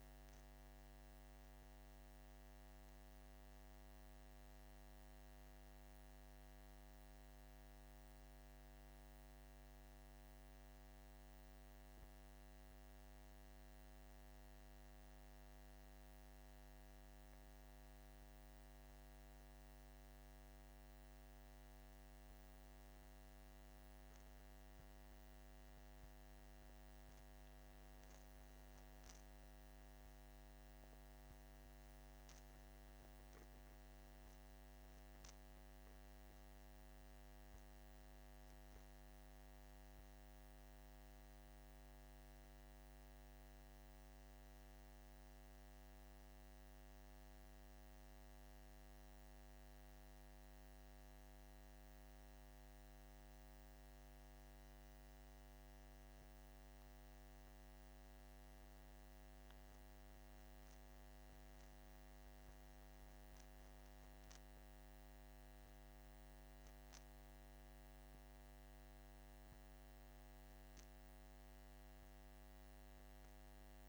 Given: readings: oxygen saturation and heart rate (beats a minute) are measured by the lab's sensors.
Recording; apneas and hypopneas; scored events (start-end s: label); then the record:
breathing in sleep, hard to hear, by a microphone on the trachea; 2
5.50-21.00 s: hypopnea (oxygen 97% before, 94% lowest, heart rate 52 before, 46 extreme, up 12 after)
23.50-28.00 s: arousal
29.00-43.00 s: oxygen desaturation (device-marked, oxygen 98% before, 94% lowest, heart rate 50 before, 48 extreme)
43.00-56.00 s: obstructive apnea (oxygen 98% before, 94% lowest, heart rate 56 before, 46 extreme, up 13 after)
58.00-62.50 s: arousal
65.00-73.89 s: oxygen desaturation (device-marked, oxygen 98% before, 94% lowest, heart rate 51 before, 46 extreme)
From the record:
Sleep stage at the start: N2 (light sleep); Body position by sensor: on the back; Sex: male